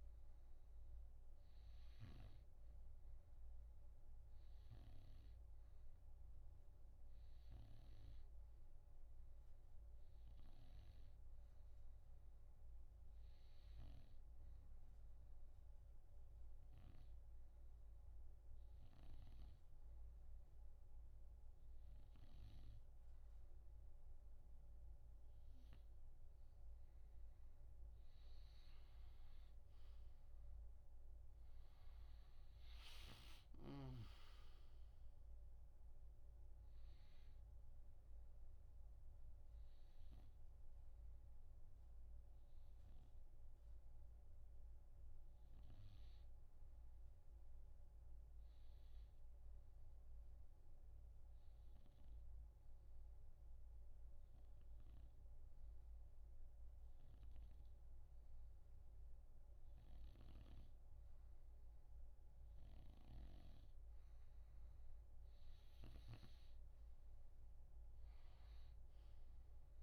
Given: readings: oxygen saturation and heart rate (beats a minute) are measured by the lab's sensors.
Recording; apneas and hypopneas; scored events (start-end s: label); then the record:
breathing in sleep by a room microphone; 2
12.50-27.00 s: obstructive apnea (oxygen 95% before, 91% lowest, heart rate 66 before, 64 extreme, up 4 after)
30.50-34.50 s: arousal
34.50-45.50 s: oxygen desaturation (device-marked, oxygen 94% before, 91% lowest, heart rate 66 before, 64 extreme)
38.50-64.00 s: obstructive apnea (oxygen 95% before, 91% lowest, heart rate 66 before, 64 extreme, up 2 after)
67.50-69.83 s: arousal
68.50-69.83 s: oxygen desaturation (device-marked, oxygen 97% before, 92% lowest, heart rate 66 before, 64 extreme)
From the record:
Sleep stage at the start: N2 (light sleep); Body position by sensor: on the right side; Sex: male